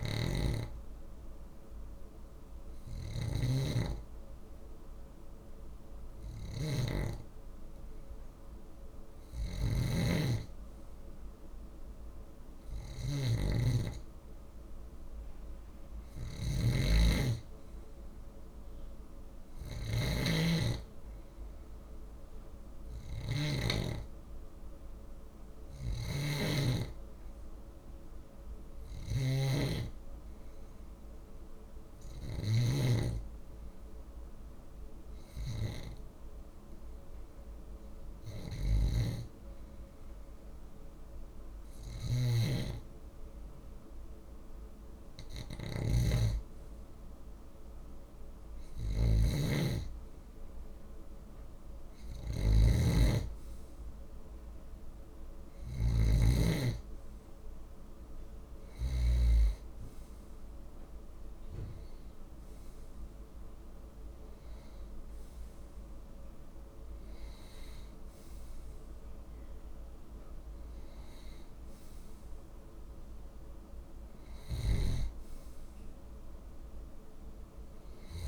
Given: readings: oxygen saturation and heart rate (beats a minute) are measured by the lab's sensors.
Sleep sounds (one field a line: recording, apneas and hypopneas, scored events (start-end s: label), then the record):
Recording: breathing in sleep by a room microphone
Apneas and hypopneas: none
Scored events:
0.00-59.00 s: snoring (device-marked)
From the record:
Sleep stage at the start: N2 (light sleep)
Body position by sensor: on the left side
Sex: male